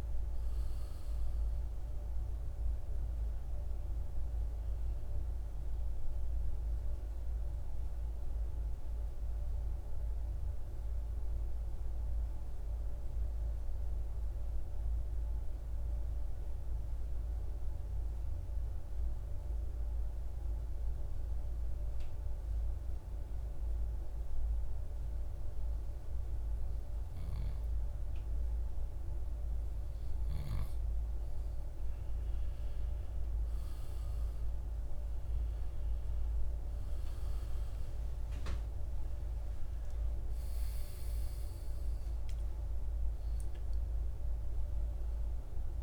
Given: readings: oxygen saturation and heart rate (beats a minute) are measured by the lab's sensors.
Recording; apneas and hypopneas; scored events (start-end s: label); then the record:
breathing in sleep, hard to hear, by a room microphone; 1
0.00-17.00 s: oxygen desaturation (device-marked, oxygen 91% lowest, heart rate 58 extreme)
8.50-27.00 s: hypopnea (oxygen 95% before, 88% lowest, heart rate 65 before, 58 extreme, up 5 after)
30.00-35.00 s: arousal
32.00-45.83 s: oxygen desaturation (device-marked, oxygen 97% before, 90% lowest, heart rate 59 before, 54 extreme)
From the record:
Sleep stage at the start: N2 (light sleep); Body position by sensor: on the right side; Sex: male